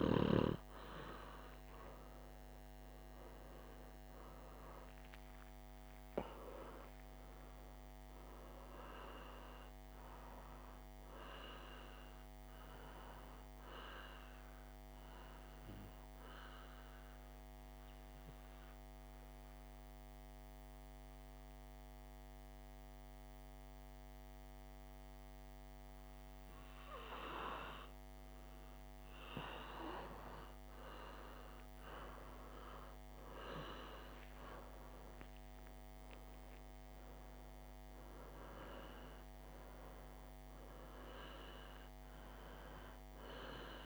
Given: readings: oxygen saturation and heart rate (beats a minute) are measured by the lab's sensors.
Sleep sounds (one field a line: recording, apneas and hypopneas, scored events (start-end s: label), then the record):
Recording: breathing in sleep by a microphone on the trachea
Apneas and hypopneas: 1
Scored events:
0.00-3.00 s: arousal
15.50-30.00 s: obstructive apnea (oxygen 97% before, 93% lowest, heart rate 64 before, 53 extreme, up 45 after)
33.00-36.50 s: arousal
37.00-43.86 s: oxygen desaturation (device-marked, oxygen 97% before, 93% lowest, heart rate 56 before, 51 extreme)
From the record:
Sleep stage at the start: N2 (light sleep)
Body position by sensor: on the right side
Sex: male